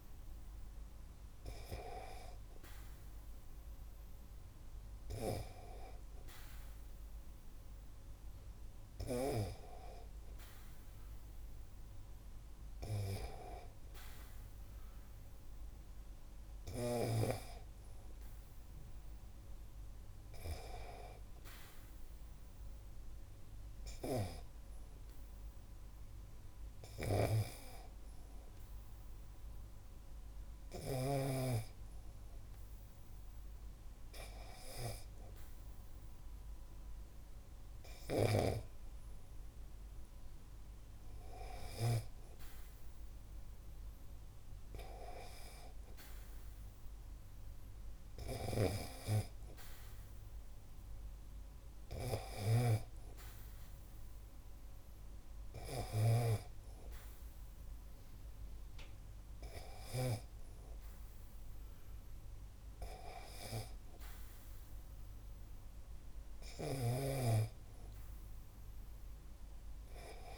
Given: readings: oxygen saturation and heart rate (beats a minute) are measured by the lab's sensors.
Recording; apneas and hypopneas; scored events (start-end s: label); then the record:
breathing in sleep by a room microphone; none
27.00-31.00 s: snoring (device-marked)
52.00-56.50 s: snoring (device-marked)
From the record:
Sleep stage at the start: N2 (light sleep); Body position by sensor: on the back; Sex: male